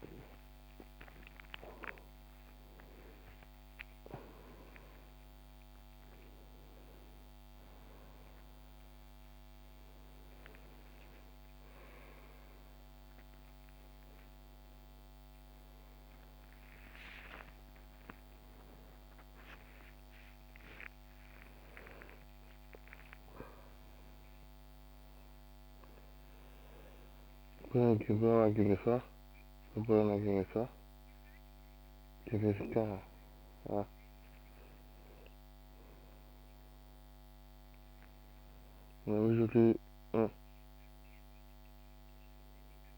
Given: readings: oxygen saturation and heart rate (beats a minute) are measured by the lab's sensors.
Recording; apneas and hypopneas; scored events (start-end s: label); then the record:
a person awake in a sleep study, by a microphone on the trachea; none
0.00-2.50 s: oxygen desaturation (device-marked, oxygen 92% lowest)
From the record:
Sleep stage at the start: awake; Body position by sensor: on the back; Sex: male